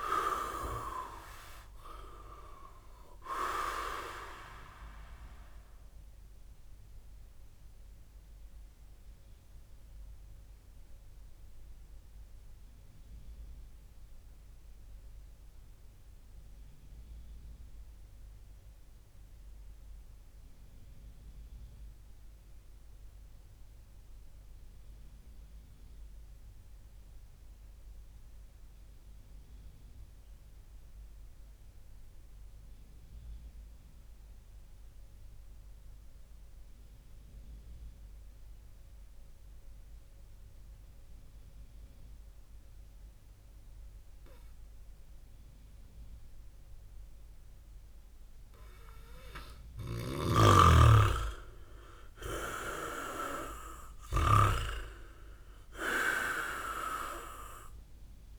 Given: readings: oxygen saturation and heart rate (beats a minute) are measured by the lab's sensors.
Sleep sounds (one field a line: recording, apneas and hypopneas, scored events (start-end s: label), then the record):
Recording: breathing in sleep by a room microphone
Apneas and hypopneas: 1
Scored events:
0.00-17.50 s: oxygen desaturation (device-marked, oxygen 95% lowest, heart rate 55 extreme)
6.00-47.00 s: obstructive apnea (oxygen 100% before, 95% lowest, heart rate 56 before, 54 extreme, up 18 after)
46.50-58.39 s: oxygen desaturation (device-marked, oxygen 100% before, 95% lowest, heart rate 59 before, 52 extreme)
49.50-58.39 s: snoring (device-marked)
50.00-53.00 s: arousal
From the record:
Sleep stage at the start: N2 (light sleep)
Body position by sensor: on the back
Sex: male